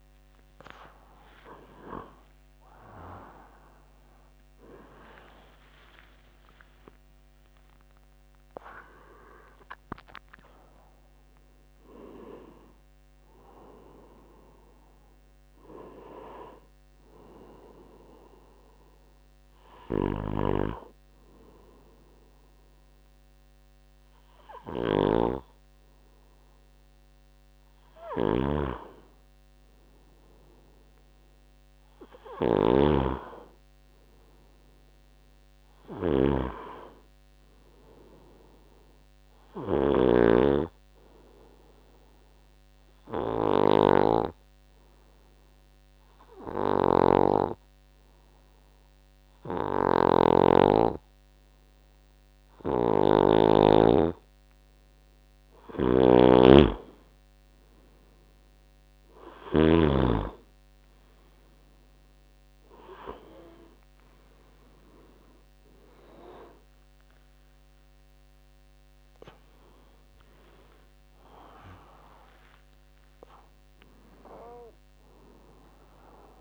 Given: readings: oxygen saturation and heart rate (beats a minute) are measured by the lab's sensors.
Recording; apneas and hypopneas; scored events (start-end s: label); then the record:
a person partly awake in a sleep study, by a microphone on the trachea; 1
2.50-8.50 s: tachycardia (device-marked, heart rate 70 before, 108 extreme)
20.50-76.41 s: new sleep stage, N2 (light sleep)
28.00-40.50 s: snoring (device-marked)
41.00-54.00 s: hypopnea (oxygen 99% before, 90% lowest, heart rate 61 before, 65 extreme, up 6 after)
47.00-60.00 s: snoring (device-marked)
61.50-76.41 s: oxygen desaturation (device-marked, oxygen 96% before, 91% lowest, heart rate 66 before, 56 extreme)
72.00-76.41 s: arousal
From the record:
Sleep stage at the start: awake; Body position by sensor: on the right side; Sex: male